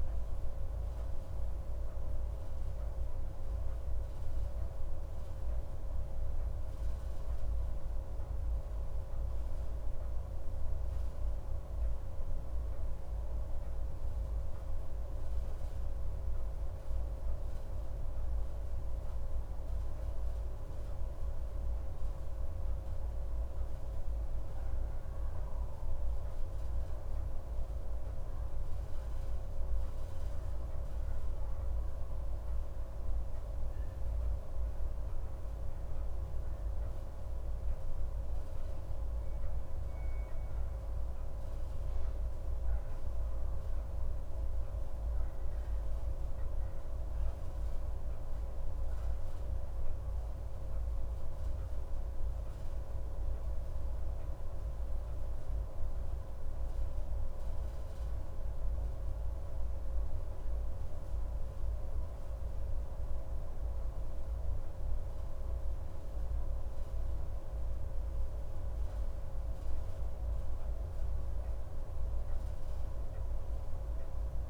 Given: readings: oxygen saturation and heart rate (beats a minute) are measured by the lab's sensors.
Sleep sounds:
a person partly awake in a sleep study, hard to hear, by a room microphone; none
20.50-74.49 s: new sleep stage, N1 (lightest sleep)
From the record:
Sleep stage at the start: awake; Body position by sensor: on the right side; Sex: male

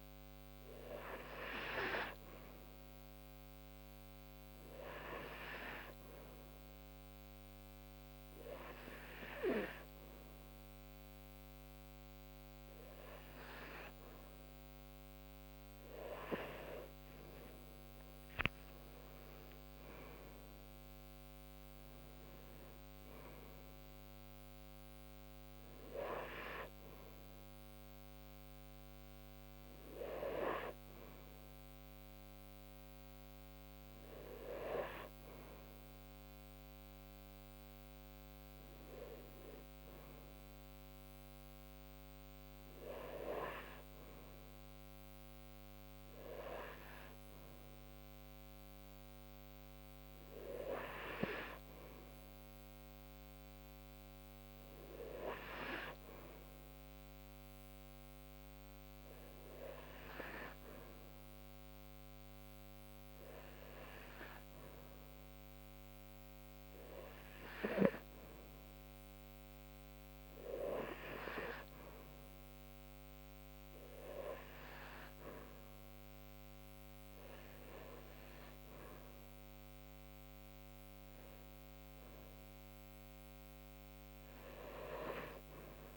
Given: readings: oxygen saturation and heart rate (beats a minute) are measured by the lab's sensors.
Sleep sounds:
breathing in sleep by a microphone on the trachea; none
16.50-20.50 s: arousal
From the record:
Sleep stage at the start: N2 (light sleep); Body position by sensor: on the right side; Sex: female

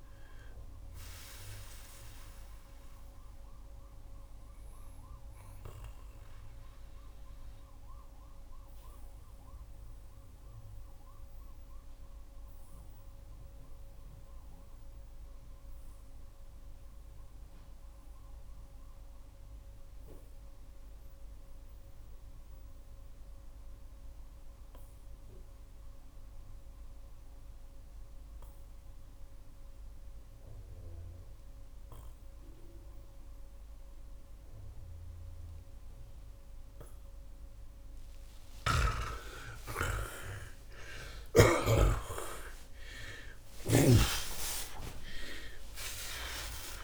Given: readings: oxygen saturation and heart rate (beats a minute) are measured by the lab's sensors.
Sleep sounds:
breathing in sleep by a room microphone; 1
2.00-37.50 s: obstructive apnea (oxygen 91% before, 76% lowest)
9.50-32.50 s: oxygen desaturation (device-marked, oxygen 89% before, 79% lowest)
38.00-41.50 s: snoring (device-marked)
39.50-44.00 s: arousal
From the record:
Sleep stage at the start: N2 (light sleep); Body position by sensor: on the back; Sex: male

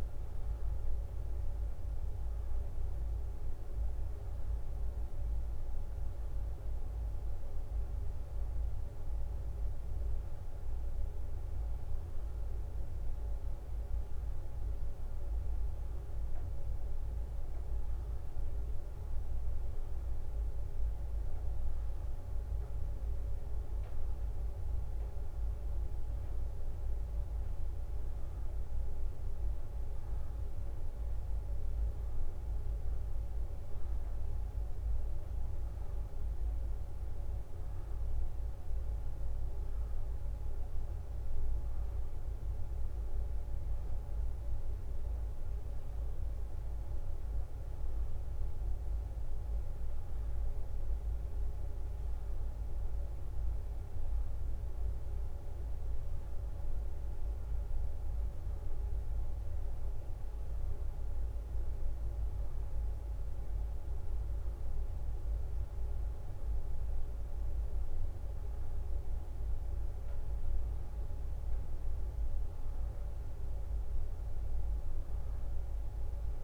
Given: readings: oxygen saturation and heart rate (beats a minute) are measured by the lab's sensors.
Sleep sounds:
a person awake in a sleep study, hard to hear, by a room microphone; none
0.00-2.50 s: leg movement (device-marked)
4.00-9.00 s: leg movement (device-marked)
10.50-16.50 s: leg movement (device-marked)
17.50-22.00 s: leg movement (device-marked)
24.00-28.50 s: leg movement (device-marked)
30.50-36.50 s: leg movement (device-marked)
40.00-48.50 s: leg movement (device-marked)
49.00-54.50 s: leg movement (device-marked)
56.50-62.50 s: leg movement (device-marked)
64.50-72.50 s: leg movement (device-marked)
From the record:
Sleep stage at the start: awake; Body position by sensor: on the back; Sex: female

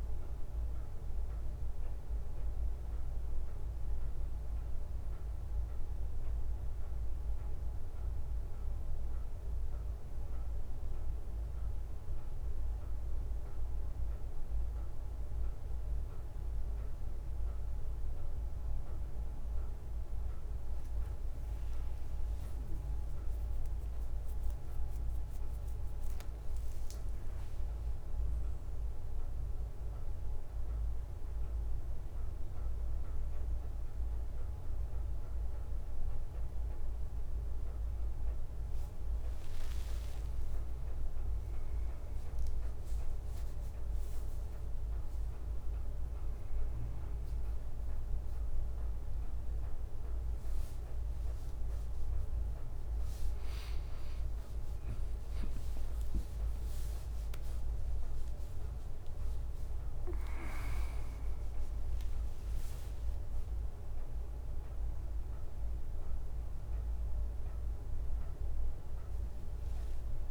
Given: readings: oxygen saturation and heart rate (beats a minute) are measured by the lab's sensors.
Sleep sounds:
a person awake in a sleep study, hard to hear, by a room microphone; none
32.00-48.00 s: drop in pulse transit time (device-marked, heart rate 67 before, 66 extreme)
From the record:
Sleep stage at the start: awake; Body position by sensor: on the right side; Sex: male

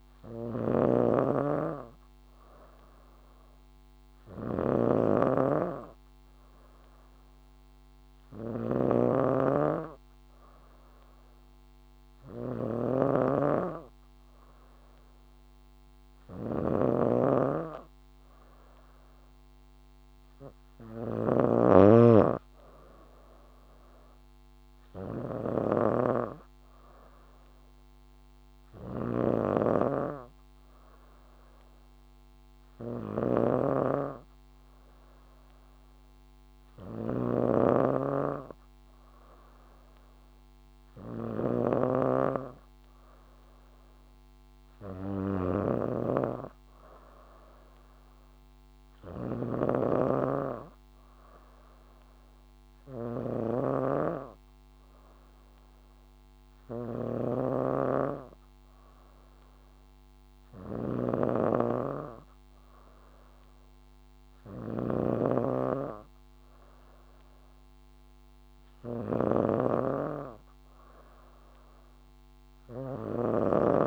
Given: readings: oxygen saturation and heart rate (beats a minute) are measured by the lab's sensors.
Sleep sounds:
breathing in sleep by a microphone on the trachea; none
0.00-73.87 s: snoring (device-marked)
From the record:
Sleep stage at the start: N3 (deep sleep); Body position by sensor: on the back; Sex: female

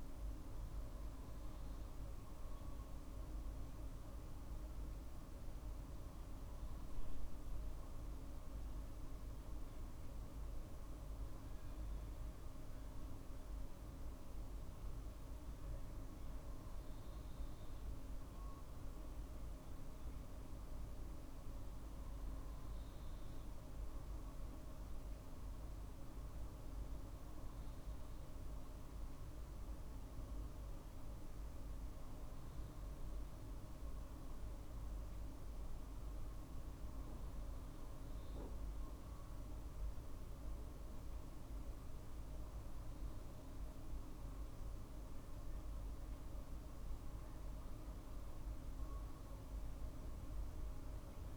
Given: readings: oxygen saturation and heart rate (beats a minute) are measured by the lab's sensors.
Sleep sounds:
breathing in sleep, hard to hear, by a room microphone; none
none scored
From the record:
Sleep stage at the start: N2 (light sleep); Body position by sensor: on the right side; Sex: male

